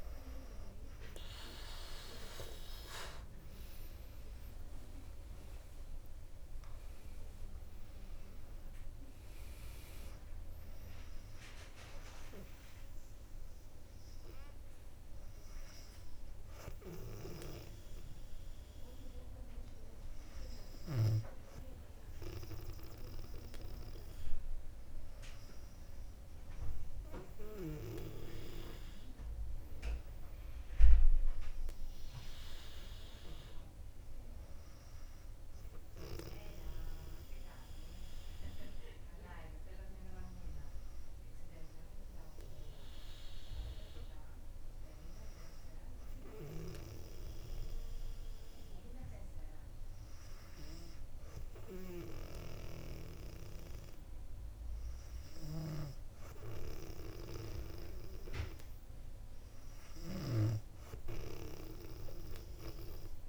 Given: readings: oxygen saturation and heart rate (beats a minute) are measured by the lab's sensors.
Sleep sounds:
breathing in sleep by a room microphone; 1
4.00-7.50 s: arousal
14.50-25.50 s: hypopnea (oxygen 98% before, 97% lowest, heart rate 65 before, 60 extreme, up 4 after)
18.50-29.50 s: drop in pulse transit time (device-marked, heart rate 65 before, 59 extreme)
27.00-31.00 s: arousal
From the record:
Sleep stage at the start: N2 (light sleep); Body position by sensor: on the back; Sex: female

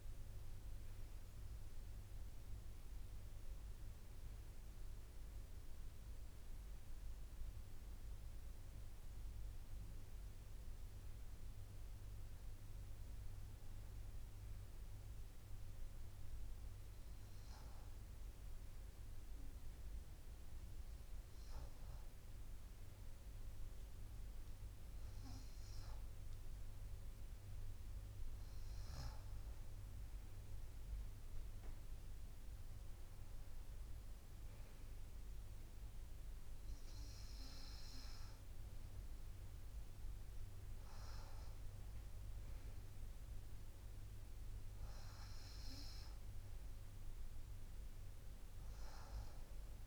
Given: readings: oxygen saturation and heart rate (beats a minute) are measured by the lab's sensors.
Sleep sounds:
a person awake in a sleep study, hard to hear, by a room microphone; none
47.00-49.87 s: new sleep stage, N1 (lightest sleep)
From the record:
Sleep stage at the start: awake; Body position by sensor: on the right side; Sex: female

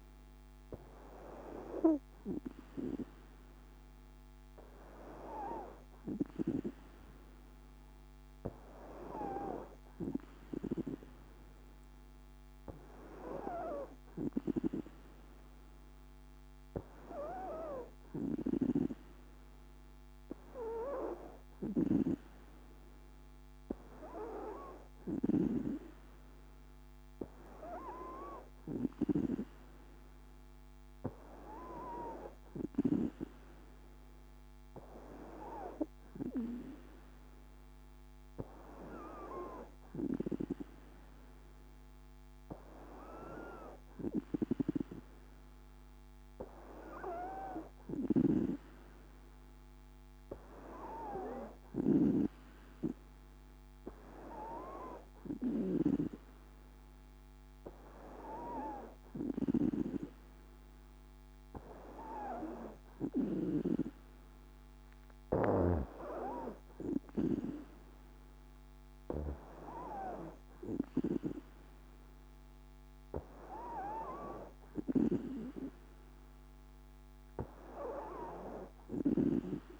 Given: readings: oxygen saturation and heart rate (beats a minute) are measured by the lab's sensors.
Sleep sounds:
breathing in sleep by a microphone on the trachea; none
none scored
From the record:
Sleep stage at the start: N2 (light sleep); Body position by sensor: on the back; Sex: female

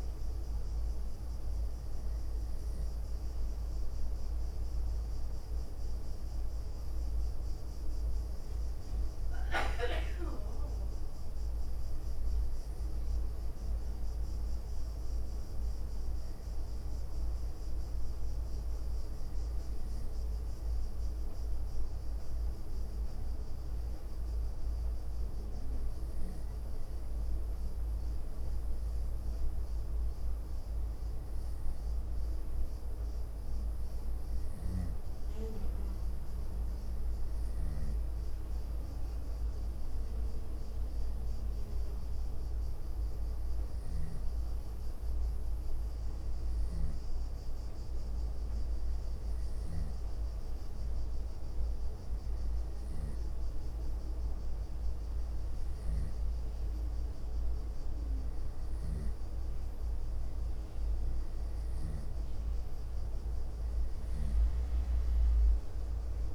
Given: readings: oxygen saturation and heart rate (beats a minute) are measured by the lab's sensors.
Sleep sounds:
breathing in sleep, hard to hear, by a room microphone; none
9.00-10.00 s: leg movement (device-marked)
11.50-14.00 s: leg movement (device-marked)
15.50-18.50 s: leg movement (device-marked)
34.50-38.00 s: snoring (device-marked)
46.50-62.00 s: snoring (device-marked)
48.50-51.00 s: leg movement (device-marked)
58.00-60.00 s: leg movement (device-marked)
60.50-65.00 s: leg movement (device-marked)
From the record:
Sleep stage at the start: N2 (light sleep); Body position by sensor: on the right side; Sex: female

